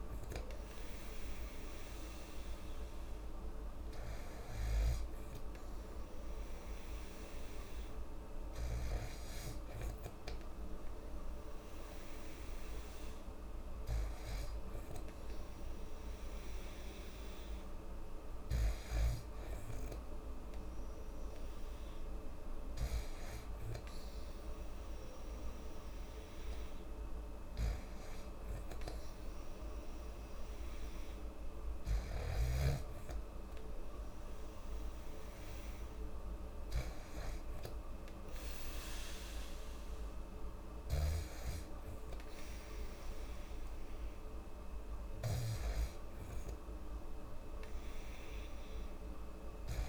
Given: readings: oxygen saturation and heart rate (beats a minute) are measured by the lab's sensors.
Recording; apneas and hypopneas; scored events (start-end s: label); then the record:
breathing in sleep, hard to hear, by a room microphone; none
none scored
From the record:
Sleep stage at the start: N2 (light sleep); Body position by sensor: on the back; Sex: female